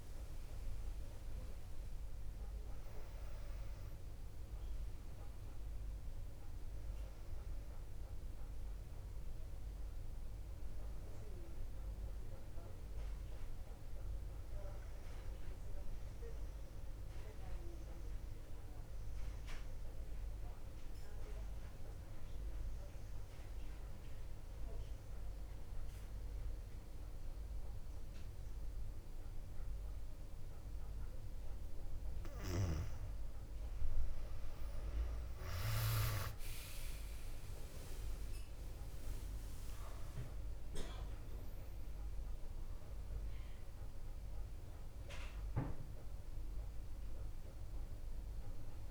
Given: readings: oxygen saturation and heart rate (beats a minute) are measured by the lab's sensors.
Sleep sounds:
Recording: breathing in sleep by a room microphone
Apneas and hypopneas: 1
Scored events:
0.00-5.00 s: arousal
1.50-25.50 s: oxygen desaturation (device-marked, oxygen 98% before, 95% lowest, heart rate 59 before, 56 extreme)
19.00-33.50 s: obstructive apnea (oxygen 98% before, 95% lowest, heart rate 62 before, 56 extreme, up 9 after)
36.50-41.00 s: arousal
41.50-48.91 s: oxygen desaturation (device-marked, oxygen 99% before, 95% lowest, heart rate 59 before, 57 extreme)
From the record:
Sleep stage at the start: N1 (lightest sleep)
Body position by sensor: on the back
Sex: female

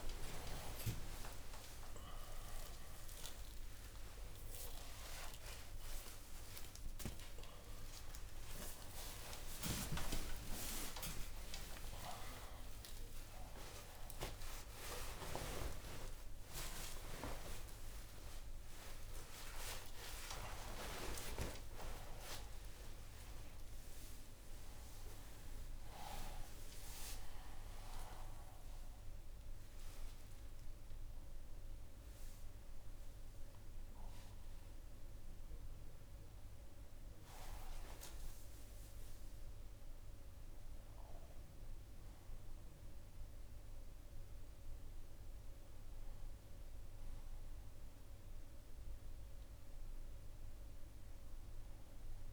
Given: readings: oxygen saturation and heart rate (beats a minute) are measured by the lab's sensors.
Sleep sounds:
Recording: a person awake in a sleep study, by a room microphone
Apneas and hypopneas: none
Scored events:
1.00-31.00 s: new sleep stage, awake
2.00-13.00 s: drop in pulse transit time (device-marked, heart rate 104 before, 118 extreme)
7.00-22.00 s: oxygen desaturation (device-marked, oxygen 91% before, 87% lowest, heart rate 122 before, 73 extreme)
26.00-37.00 s: drop in pulse transit time (device-marked, heart rate 107 before, 88 extreme)
31.00-52.32 s: new sleep stage, N1 (lightest sleep)
From the record:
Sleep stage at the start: N2 (light sleep)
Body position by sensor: on the left side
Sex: male

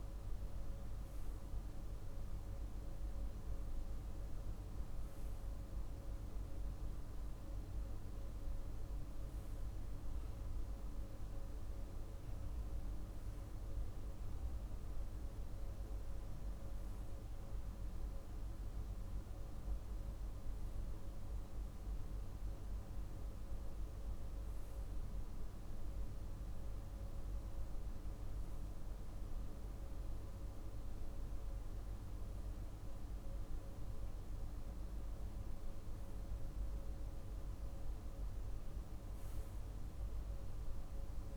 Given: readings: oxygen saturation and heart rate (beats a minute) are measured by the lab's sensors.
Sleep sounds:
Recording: breathing in sleep, hard to hear, by a room microphone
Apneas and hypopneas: none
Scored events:
none scored
From the record:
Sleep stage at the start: REM sleep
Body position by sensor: on the right side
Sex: male

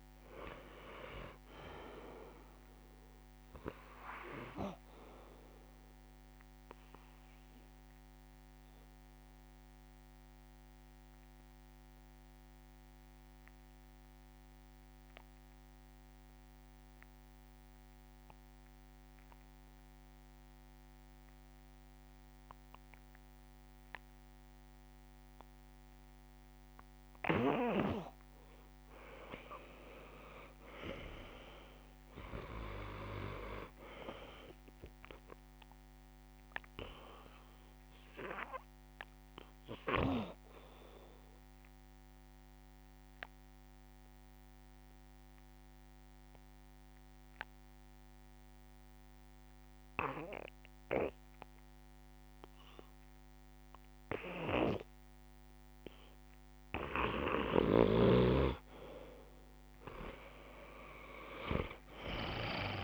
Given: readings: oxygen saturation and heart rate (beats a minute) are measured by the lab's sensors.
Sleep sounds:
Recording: breathing in sleep by a microphone on the trachea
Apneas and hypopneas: 2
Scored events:
0.00-17.00 s: oxygen desaturation (device-marked, oxygen 89% lowest)
7.00-28.00 s: obstructive apnea (oxygen 98% before, 89% lowest)
30.00-33.00 s: arousal
31.00-52.00 s: oxygen desaturation (device-marked, oxygen 98% before, 89% lowest)
41.50-56.50 s: obstructive apnea (oxygen 98% before, 87% lowest)
60.00-62.84 s: arousal
From the record:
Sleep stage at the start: N2 (light sleep)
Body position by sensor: on the back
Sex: male

